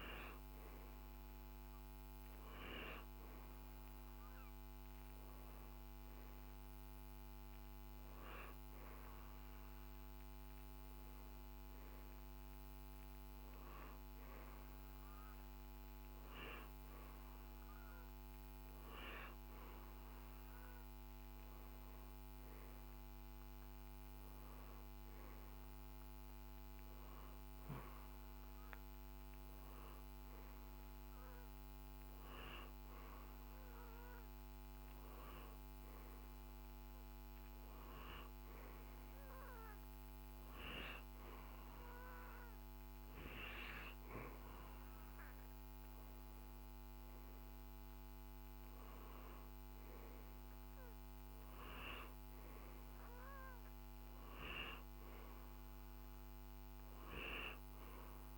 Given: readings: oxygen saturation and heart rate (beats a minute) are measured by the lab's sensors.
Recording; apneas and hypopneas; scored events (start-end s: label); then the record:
breathing in sleep by a microphone on the trachea; none
none scored
From the record:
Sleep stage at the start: N2 (light sleep); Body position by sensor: on the right side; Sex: male